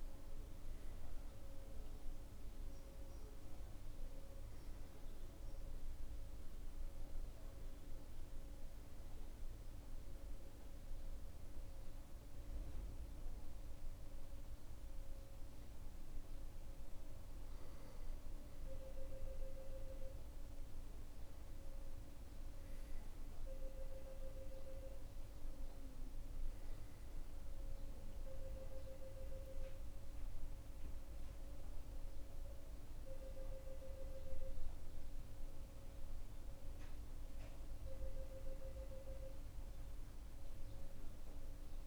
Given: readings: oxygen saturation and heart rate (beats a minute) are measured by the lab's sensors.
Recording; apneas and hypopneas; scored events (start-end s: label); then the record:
breathing in sleep by a room microphone; 1
8.00-20.50 s: hypopnea (oxygen 94% before, 92% lowest, heart rate 96 before, 87 extreme, up 6 after)
22.50-26.00 s: arousal
From the record:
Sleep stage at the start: N2 (light sleep); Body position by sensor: on the back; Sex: male